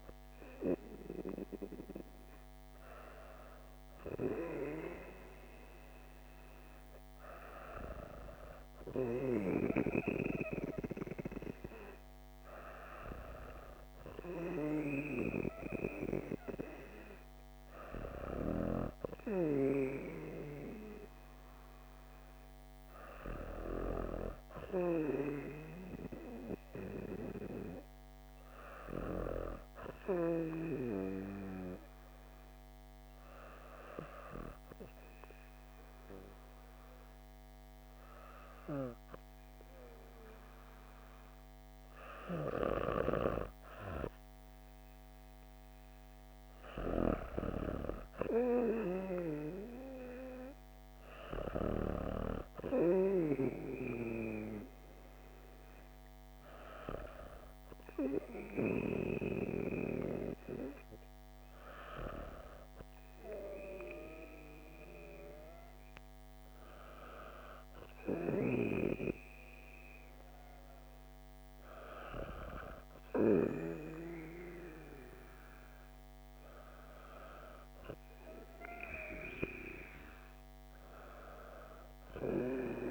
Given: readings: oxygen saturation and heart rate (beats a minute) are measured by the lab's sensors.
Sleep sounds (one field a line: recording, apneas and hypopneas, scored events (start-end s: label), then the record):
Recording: breathing in sleep by a microphone on the trachea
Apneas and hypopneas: 1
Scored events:
29.50-43.50 s: hypopnea (oxygen 97% before, 96% lowest)
44.50-48.00 s: arousal
From the record:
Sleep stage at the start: N2 (light sleep)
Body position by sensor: on the back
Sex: female